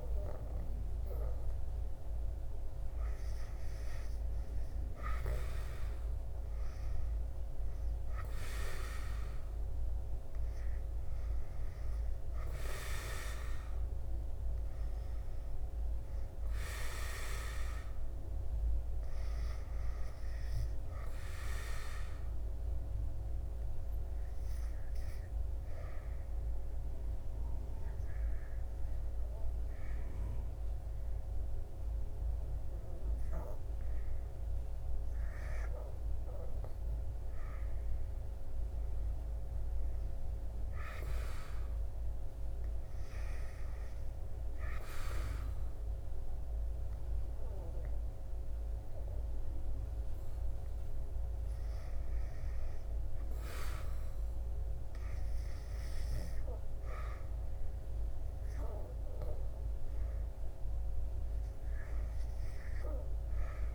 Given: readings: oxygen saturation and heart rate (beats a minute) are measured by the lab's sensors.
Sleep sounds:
breathing in sleep by a room microphone; 1
0.00-5.50 s: oxygen desaturation (device-marked, oxygen 89% lowest, heart rate 74 extreme)
12.00-16.00 s: arousal
16.50-34.50 s: oxygen desaturation (device-marked, oxygen 91% before, 87% lowest, heart rate 84 before, 74 extreme)
21.50-33.50 s: hypopnea (oxygen 94% before, 87% lowest, heart rate 84 before, 74 extreme, up 5 after)
36.50-40.50 s: arousal
From the record:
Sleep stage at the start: REM sleep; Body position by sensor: on the back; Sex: male

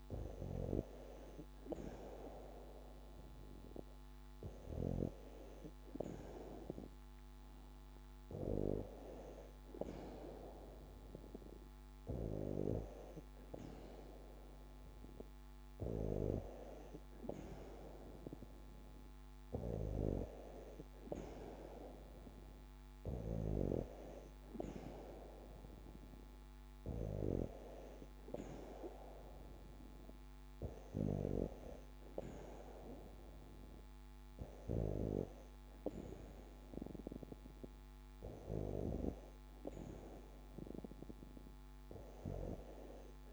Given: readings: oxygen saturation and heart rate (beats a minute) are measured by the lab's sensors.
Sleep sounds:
breathing in sleep by a microphone on the trachea; none
none scored
From the record:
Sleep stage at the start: N2 (light sleep); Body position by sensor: on the back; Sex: female

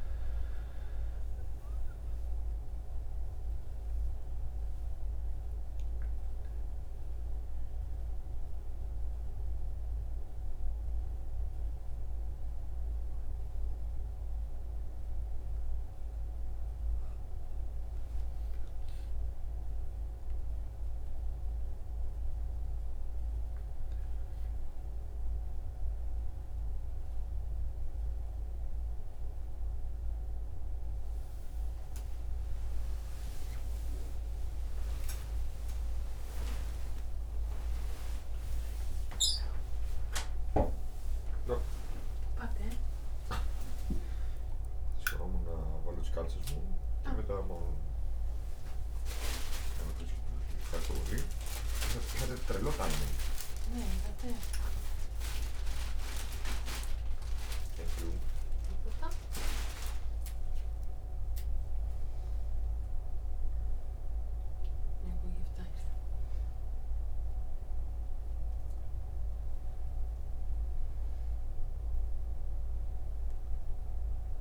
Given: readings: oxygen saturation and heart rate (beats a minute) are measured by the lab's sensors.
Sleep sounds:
a person awake in a sleep study, by a room microphone; none
71.50-74.41 s: oxygen desaturation (device-marked, oxygen 98% before, 93% lowest)
From the record:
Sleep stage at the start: awake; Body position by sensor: on the back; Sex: male

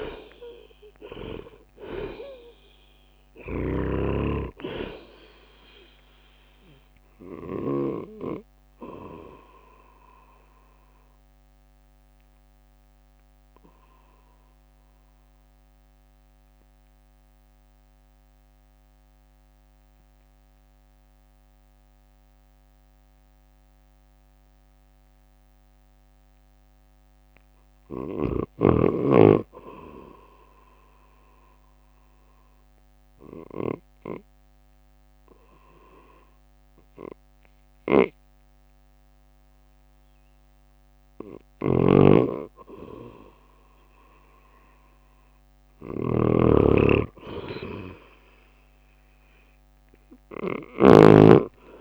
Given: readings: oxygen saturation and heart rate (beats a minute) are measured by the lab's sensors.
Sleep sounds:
breathing in sleep by a microphone on the trachea; 2
0.00-1.00 s: arousal
0.00-12.00 s: drop in pulse transit time (device-marked, heart rate 53 extreme)
9.50-27.00 s: obstructive apnea (oxygen 98% before, 94% lowest, heart rate 60 before, 52 extreme, up 6 after)
28.00-34.00 s: oxygen desaturation (device-marked, oxygen 98% before, 94% lowest, heart rate 55 before, 52 extreme)
28.50-30.50 s: arousal
32.00-42.00 s: obstructive apnea (oxygen 98% before, 94% lowest, heart rate 55 before, 53 extreme, up 5 after)
34.00-45.00 s: drop in pulse transit time (device-marked, heart rate 56 before, 52 extreme)
41.00-51.81 s: snoring (device-marked)
45.50-49.50 s: arousal
From the record:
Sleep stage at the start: N2 (light sleep); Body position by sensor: on the right side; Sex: male

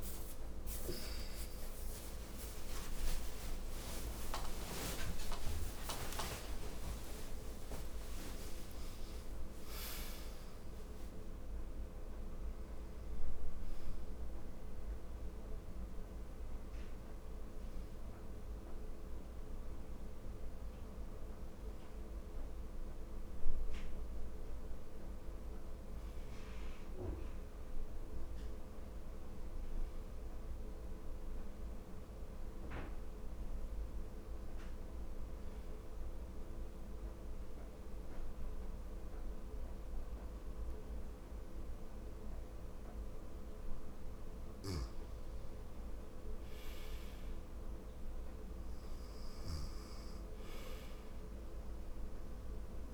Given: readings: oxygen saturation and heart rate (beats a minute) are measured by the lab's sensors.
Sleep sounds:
a person partly awake in a sleep study, by a room microphone; 1
1.00-8.00 s: oxygen desaturation (device-marked, oxygen 96% before, 87% lowest, heart rate 85 before, 73 extreme)
14.00-22.00 s: oxygen desaturation (device-marked, oxygen 92% before, 85% lowest, heart rate 101 before, 79 extreme)
17.00-47.00 s: new sleep stage, N1 (lightest sleep)
35.00-45.00 s: mixed apnea (oxygen 99% before, 87% lowest, heart rate 86 before, 79 extreme, up 2 after)
40.00-52.94 s: oxygen desaturation (device-marked, oxygen 99% before, 87% lowest, heart rate 82 before, 79 extreme)
47.00-52.94 s: new sleep stage, N2 (light sleep)
47.50-52.00 s: arousal
From the record:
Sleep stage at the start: awake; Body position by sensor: on the right side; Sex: female

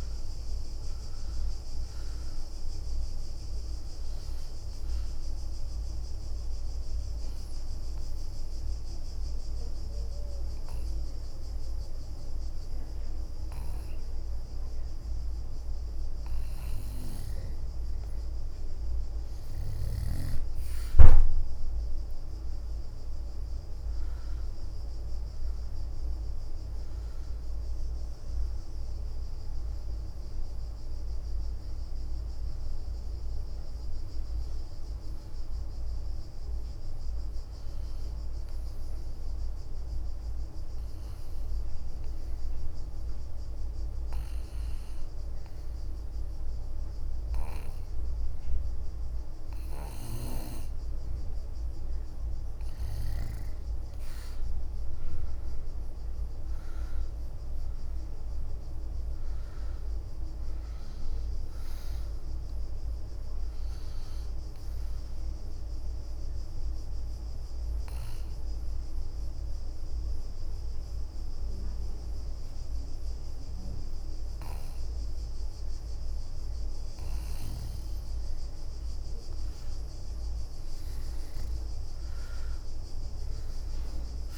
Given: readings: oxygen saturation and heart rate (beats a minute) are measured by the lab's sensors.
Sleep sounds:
breathing in sleep, hard to hear, by a room microphone; 3
0.00-15.50 s: oxygen desaturation (device-marked, oxygen 92% lowest, heart rate 56 extreme)
3.50-12.50 s: bradycardia (device-marked, heart rate 67 before, 56 extreme)
4.50-15.50 s: obstructive apnea (oxygen 97% before, 90% lowest, heart rate 65 before, 56 extreme, up 11 after)
16.00-25.50 s: leg movement (device-marked)
17.50-21.00 s: arousal
25.50-41.00 s: hypopnea (oxygen 98% before, 90% lowest, heart rate 61 before, 59 extreme, up 4 after)
28.50-42.50 s: oxygen desaturation (device-marked, oxygen 98% before, 93% lowest, heart rate 63 before, 58 extreme)
34.50-40.50 s: bradycardia (device-marked, heart rate 66 before, 59 extreme)
52.50-59.50 s: leg movement (device-marked)
54.50-59.50 s: arousal
55.50-77.50 s: oxygen desaturation (device-marked, oxygen 97% before, 90% lowest, heart rate 62 before, 55 extreme)
62.50-74.50 s: bradycardia (device-marked, heart rate 65 before, 55 extreme)
65.50-78.00 s: obstructive apnea (oxygen 97% before, 90% lowest, heart rate 67 before, 57 extreme, up 13 after)
79.50-83.00 s: arousal
From the record:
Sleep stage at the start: N2 (light sleep); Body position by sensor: on the back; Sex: female

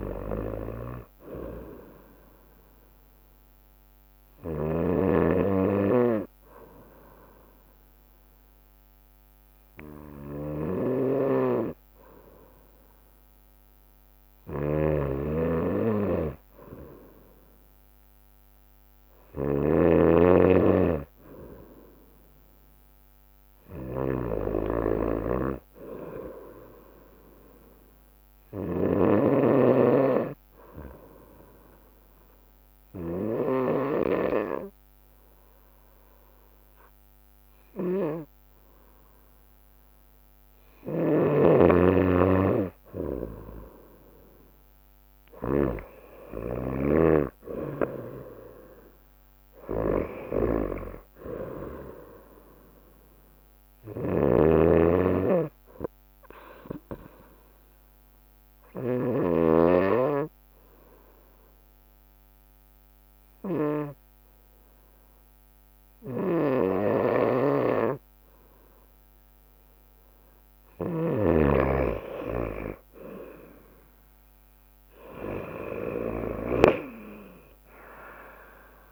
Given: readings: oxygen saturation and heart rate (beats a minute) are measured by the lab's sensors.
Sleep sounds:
breathing in sleep by a microphone on the trachea; 3
0.00-1.50 s: drop in pulse transit time (device-marked, heart rate 64 extreme)
0.00-64.00 s: snoring (device-marked)
4.00-15.00 s: obstructive apnea (oxygen 96% before, 92% lowest, heart rate 65 before, 63 extreme, up 5 after)
18.50-22.00 s: arousal
18.50-28.50 s: drop in pulse transit time (device-marked, heart rate 64 before, 63 extreme)
30.50-41.50 s: obstructive apnea (oxygen 95% before, 92% lowest, heart rate 65 before, 63 extreme, up 3 after)
43.00-45.50 s: arousal
57.50-69.50 s: obstructive apnea (oxygen 94% before, 92% lowest, heart rate 65 before, 60 extreme, up 4 after)
66.00-77.00 s: snoring (device-marked)
75.50-78.92 s: drop in pulse transit time (device-marked, heart rate 65 before, 62 extreme)
From the record:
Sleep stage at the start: N2 (light sleep); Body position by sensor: on the right side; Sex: female

